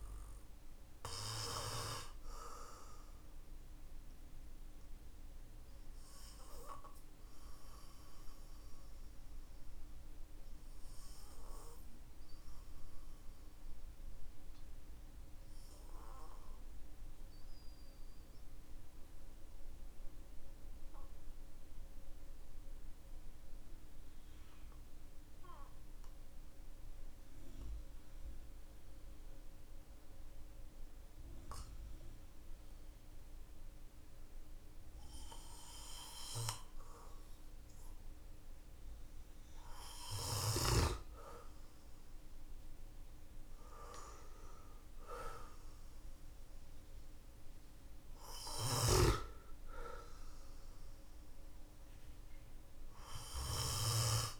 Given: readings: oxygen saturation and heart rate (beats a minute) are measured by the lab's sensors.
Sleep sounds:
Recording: breathing in sleep by a room microphone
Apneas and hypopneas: 1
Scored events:
0.00-27.50 s: oxygen desaturation (device-marked, oxygen 93% lowest, heart rate 44 extreme)
3.00-39.00 s: obstructive apnea (oxygen 99% before, 93% lowest, heart rate 53 before, 44 extreme, up 1 after)
41.00-46.00 s: arousal
48.00-54.40 s: snoring (device-marked)
From the record:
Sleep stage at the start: N2 (light sleep)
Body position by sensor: on the back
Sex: male

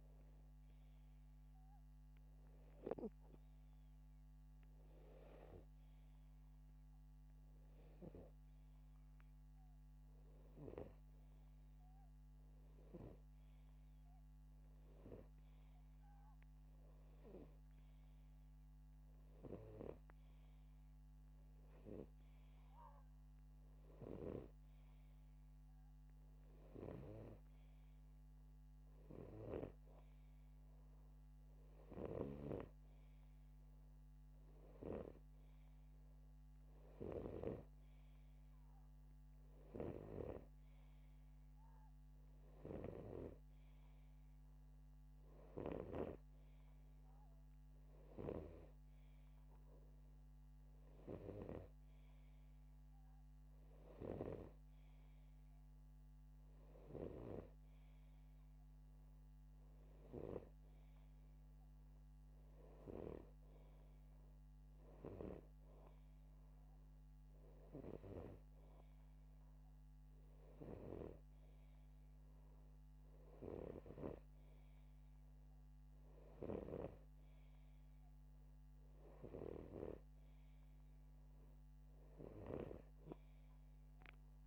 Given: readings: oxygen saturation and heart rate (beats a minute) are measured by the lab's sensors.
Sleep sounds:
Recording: breathing in sleep by a microphone on the trachea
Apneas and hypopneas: none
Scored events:
32.50-38.00 s: snoring (device-marked)
From the record:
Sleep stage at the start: N2 (light sleep)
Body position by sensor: upright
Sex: male

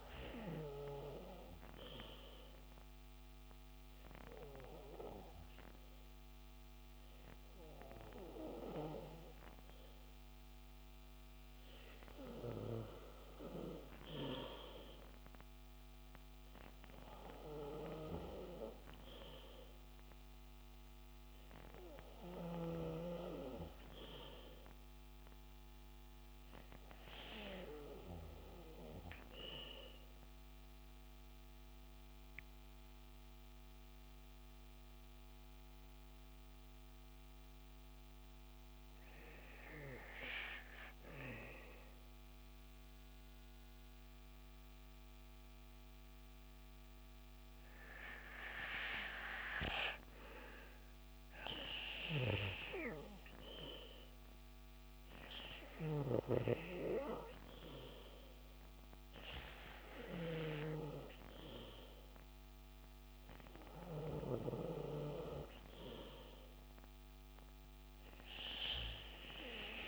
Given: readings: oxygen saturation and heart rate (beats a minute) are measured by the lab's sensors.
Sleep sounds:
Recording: breathing in sleep by a microphone on the trachea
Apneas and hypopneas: 1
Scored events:
31.50-48.00 s: hypopnea (oxygen 97% before, 94% lowest, heart rate 65 before, 63 extreme, up 3 after)
50.00-54.00 s: arousal
59.50-69.87 s: oxygen desaturation (device-marked, oxygen 97% before, 94% lowest, heart rate 65 before, 65 extreme)
From the record:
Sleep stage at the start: N2 (light sleep)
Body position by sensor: on the back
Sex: male

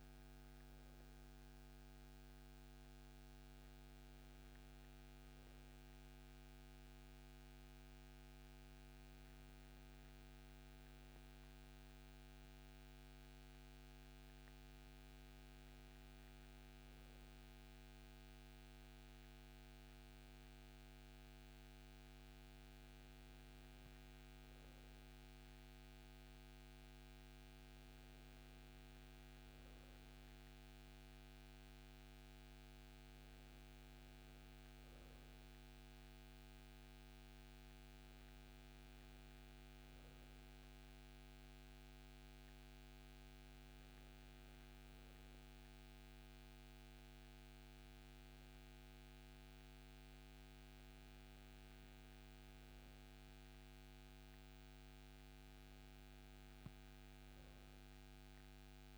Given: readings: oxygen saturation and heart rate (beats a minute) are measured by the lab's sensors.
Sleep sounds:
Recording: breathing in sleep, hard to hear, by a microphone on the trachea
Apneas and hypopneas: none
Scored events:
none scored
From the record:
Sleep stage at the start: N2 (light sleep)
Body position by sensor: on the right side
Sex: male

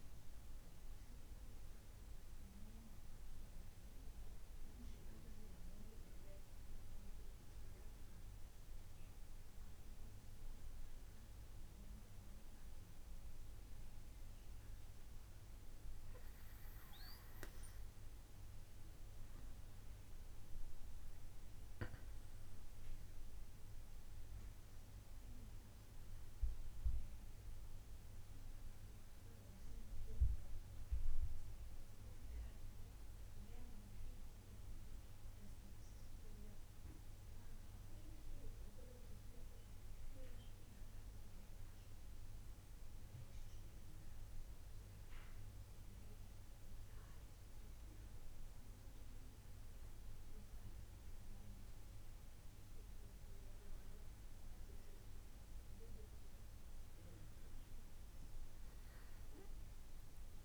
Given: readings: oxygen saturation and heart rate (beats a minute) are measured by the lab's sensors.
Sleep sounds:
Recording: breathing in sleep, hard to hear, by a room microphone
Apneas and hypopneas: 1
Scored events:
20.00-60.45 s: new sleep stage, N2 (light sleep)
42.50-54.00 s: hypopnea (oxygen 97% before, 94% lowest, heart rate 69 before, 64 extreme, up 4 after)
56.00-59.00 s: arousal
From the record:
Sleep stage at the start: N1 (lightest sleep)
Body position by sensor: on the back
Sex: male

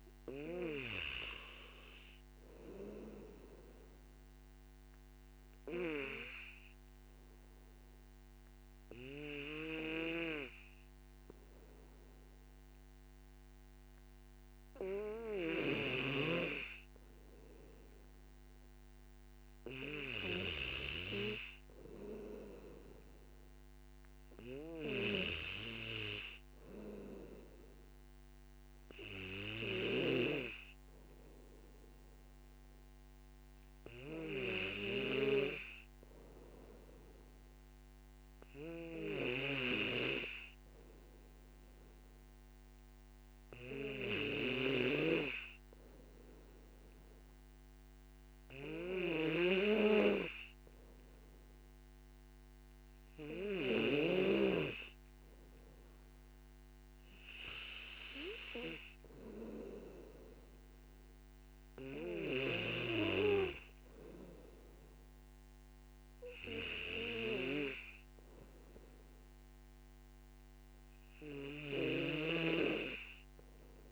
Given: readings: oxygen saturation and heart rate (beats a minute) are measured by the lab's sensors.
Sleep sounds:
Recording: breathing in sleep by a microphone on the trachea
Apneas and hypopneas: none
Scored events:
0.00-4.50 s: oxygen desaturation (device-marked, oxygen 93% lowest, heart rate 53 extreme)
28.50-45.50 s: oxygen desaturation (device-marked, oxygen 97% before, 93% lowest, heart rate 56 before, 55 extreme)
From the record:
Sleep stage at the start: N2 (light sleep)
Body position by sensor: on the back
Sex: male

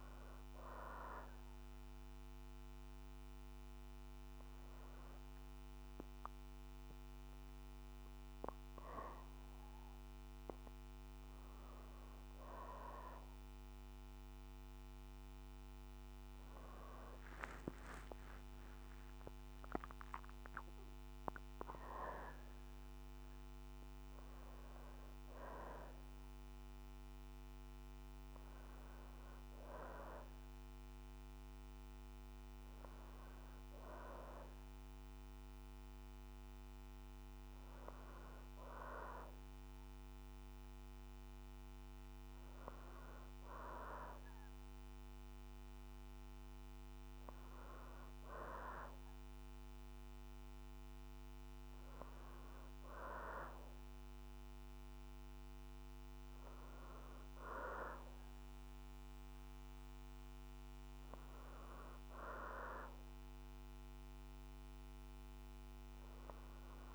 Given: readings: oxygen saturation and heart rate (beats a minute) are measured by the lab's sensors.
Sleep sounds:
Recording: breathing in sleep by a microphone on the trachea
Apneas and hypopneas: none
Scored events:
16.00-20.00 s: arousal
From the record:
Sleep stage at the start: REM sleep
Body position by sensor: on the back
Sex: female

